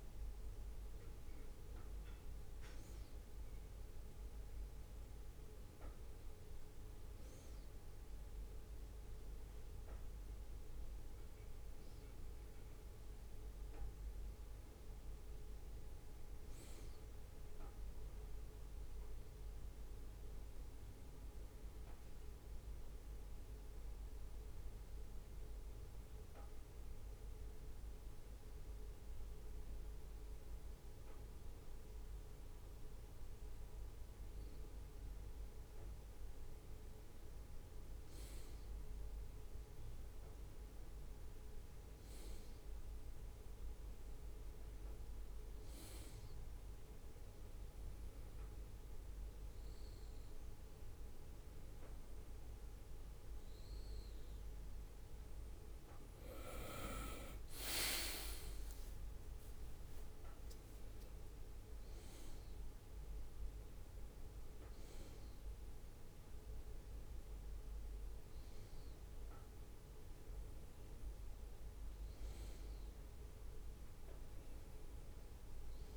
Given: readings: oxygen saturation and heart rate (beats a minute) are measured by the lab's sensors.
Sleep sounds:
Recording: a person partly awake in a sleep study, hard to hear, by a room microphone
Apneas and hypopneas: 1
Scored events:
14.00-17.50 s: arousal
19.00-33.00 s: bradycardia (device-marked, heart rate 62 before, 57 extreme)
20.50-33.50 s: hypopnea (oxygen 99% before, 98% lowest, heart rate 61 before, 57 extreme, up 4 after)
43.00-45.00 s: bradycardia (device-marked, heart rate 62 before, 59 extreme)
47.00-49.00 s: bradycardia (device-marked, heart rate 62 before, 59 extreme)
49.00-75.97 s: new sleep stage, awake
51.00-53.00 s: bradycardia (device-marked, heart rate 62 before, 59 extreme)
55.00-75.00 s: bradycardia (device-marked, heart rate 62 before, 56 extreme)
From the record:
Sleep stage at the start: N1 (lightest sleep)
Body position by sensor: on the right side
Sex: male

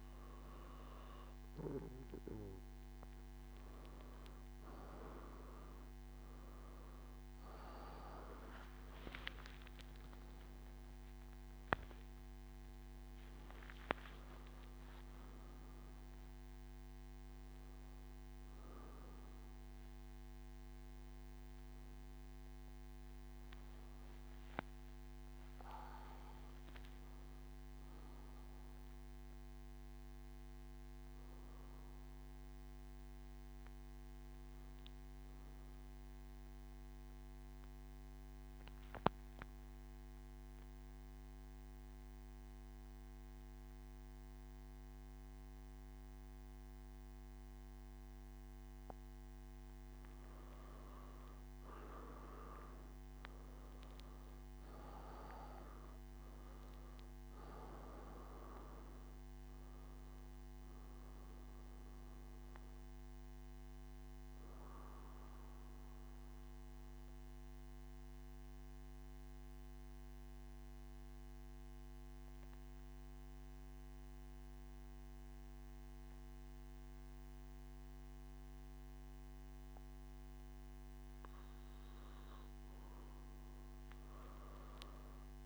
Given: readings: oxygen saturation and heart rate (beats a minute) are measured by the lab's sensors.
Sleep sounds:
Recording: breathing in sleep by a microphone on the trachea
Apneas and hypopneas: none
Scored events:
5.00-29.00 s: oxygen desaturation (device-marked, oxygen 97% before, 93% lowest, heart rate 126 before, 109 extreme)
50.00-72.00 s: oxygen desaturation (device-marked, oxygen 98% before, 93% lowest, heart rate 139 before, 94 extreme)
From the record:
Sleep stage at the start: N1 (lightest sleep)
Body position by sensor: on the back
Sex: male

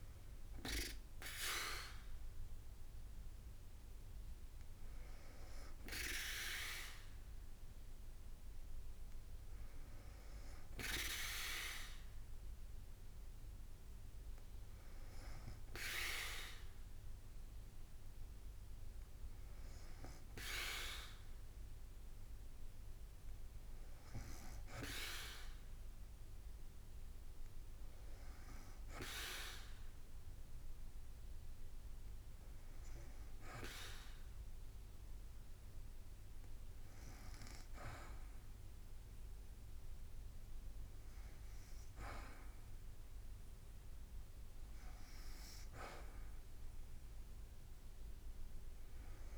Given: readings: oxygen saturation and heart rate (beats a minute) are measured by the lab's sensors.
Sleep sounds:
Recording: breathing in sleep by a room microphone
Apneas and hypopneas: none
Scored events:
0.00-11.00 s: drop in pulse transit time (device-marked, heart rate 54 extreme)
0.00-13.00 s: oxygen desaturation (device-marked, oxygen 89% lowest, heart rate 53 extreme)
From the record:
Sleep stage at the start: N2 (light sleep)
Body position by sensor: on the back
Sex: female

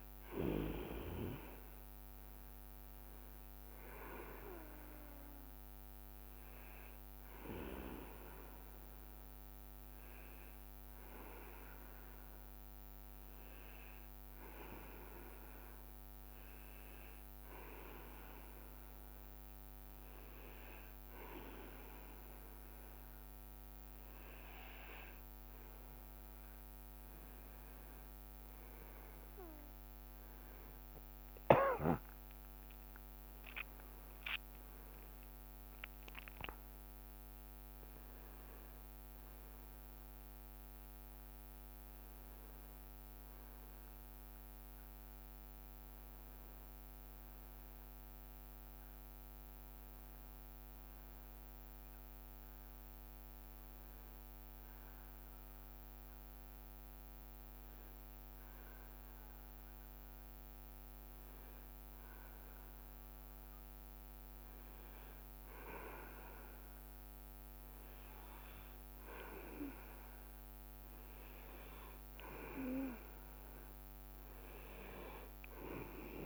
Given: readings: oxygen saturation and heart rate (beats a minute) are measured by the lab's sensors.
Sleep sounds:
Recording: breathing in sleep by a microphone on the trachea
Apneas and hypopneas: 2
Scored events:
0.00-3.00 s: leg movement (device-marked)
7.00-24.00 s: hypopnea (oxygen 98% before, 95% lowest, heart rate 69 before, 66 extreme, up 4 after)
31.00-34.00 s: leg movement (device-marked)
32.00-36.50 s: arousal
54.50-71.00 s: hypopnea (oxygen 99% before, 94% lowest, heart rate 70 before, 63 extreme, up 5 after)
From the record:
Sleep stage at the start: N2 (light sleep)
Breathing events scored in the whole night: 186 in 6.1 hours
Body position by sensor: on the back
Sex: male

